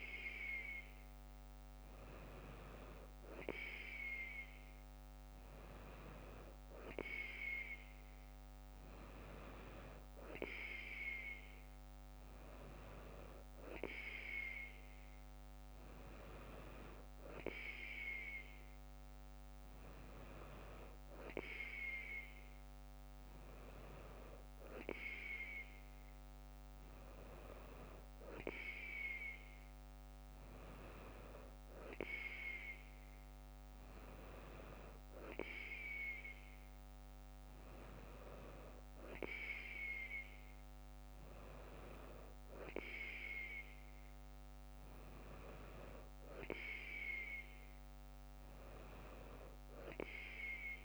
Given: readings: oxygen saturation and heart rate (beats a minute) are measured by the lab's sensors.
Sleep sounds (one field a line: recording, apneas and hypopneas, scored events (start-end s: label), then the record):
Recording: breathing in sleep by a microphone on the trachea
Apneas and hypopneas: none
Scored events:
45.50-50.85 s: new sleep stage, N2 (light sleep)
From the record:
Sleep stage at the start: N3 (deep sleep)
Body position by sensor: on the right side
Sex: female